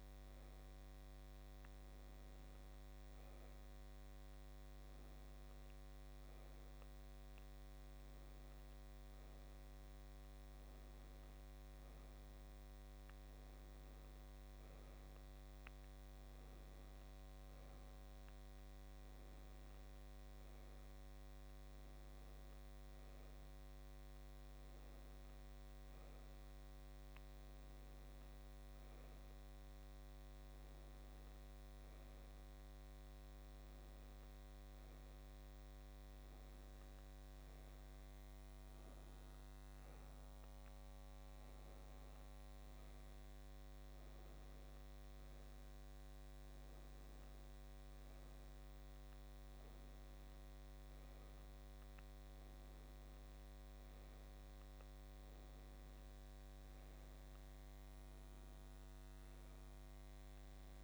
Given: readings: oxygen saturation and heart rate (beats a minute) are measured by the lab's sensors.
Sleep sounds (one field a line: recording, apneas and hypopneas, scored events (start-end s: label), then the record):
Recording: breathing in sleep, hard to hear, by a microphone on the trachea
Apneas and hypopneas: none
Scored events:
none scored
From the record:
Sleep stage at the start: N2 (light sleep)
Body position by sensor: on the back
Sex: female